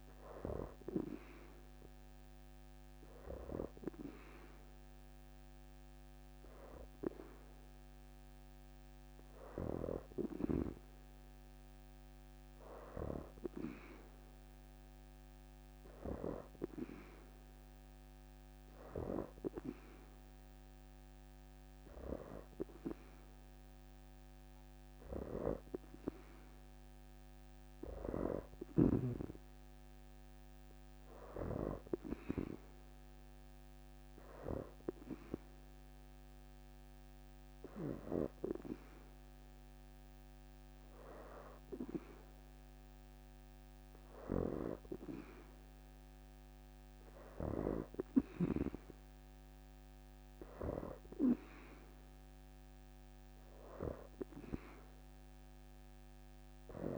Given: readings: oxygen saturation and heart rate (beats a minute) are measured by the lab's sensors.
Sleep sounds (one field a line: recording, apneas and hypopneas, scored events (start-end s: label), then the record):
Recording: breathing in sleep by a microphone on the trachea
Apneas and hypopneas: 1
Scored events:
18.50-21.00 s: leg movement (device-marked)
21.00-23.50 s: leg movement (device-marked)
32.50-42.50 s: hypopnea (oxygen 88% before, 85% lowest, heart rate 79 before, 69 extreme, up 0 after)
44.00-47.50 s: arousal
54.50-56.98 s: oxygen desaturation (device-marked, oxygen 88% before, 85% lowest, heart rate 77 before, 72 extreme)
From the record:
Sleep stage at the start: N2 (light sleep)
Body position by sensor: on the back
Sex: female